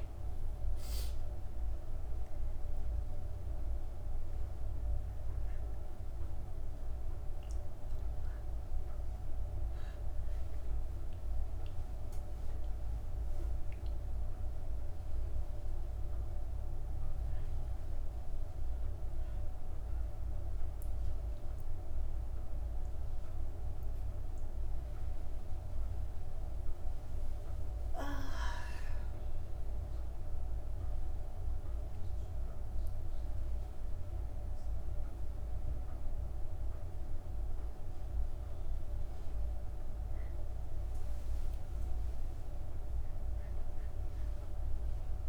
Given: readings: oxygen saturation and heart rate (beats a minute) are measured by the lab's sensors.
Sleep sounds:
a person awake in a sleep study, hard to hear, by a room microphone; none
none scored
From the record:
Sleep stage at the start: awake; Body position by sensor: on the back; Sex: female

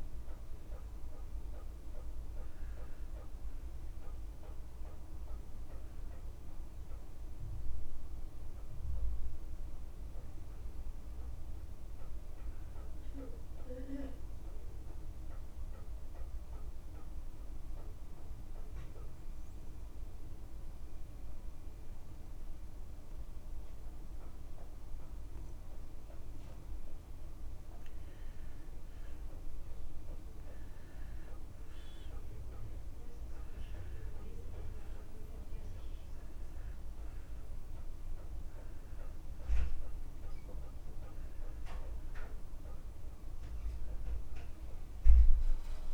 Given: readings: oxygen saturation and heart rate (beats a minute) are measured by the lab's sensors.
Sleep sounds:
breathing in sleep, hard to hear, by a room microphone; 1
8.50-12.00 s: arousal
14.00-28.00 s: mixed apnea (oxygen 95% before, 91% lowest)
17.00-19.00 s: long interval between heartbeats (device-marked)
23.00-25.00 s: long interval between heartbeats (device-marked)
27.50-29.50 s: long interval between heartbeats (device-marked)
30.00-33.00 s: arousal
40.50-45.94 s: oxygen desaturation (device-marked, oxygen 98% before, 92% lowest)
From the record:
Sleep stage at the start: N2 (light sleep); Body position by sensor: on the back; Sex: male

